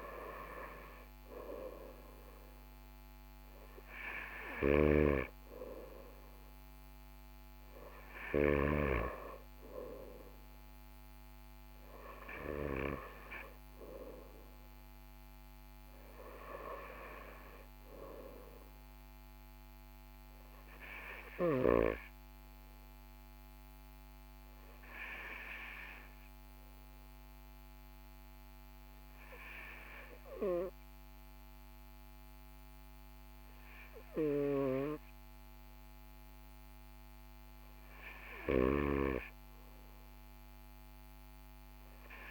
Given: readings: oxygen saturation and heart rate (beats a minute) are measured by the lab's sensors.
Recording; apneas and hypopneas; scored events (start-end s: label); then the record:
breathing in sleep by a microphone on the trachea; none
4.00-8.50 s: snoring (device-marked)
From the record:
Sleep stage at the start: N2 (light sleep); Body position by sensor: on the right side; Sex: male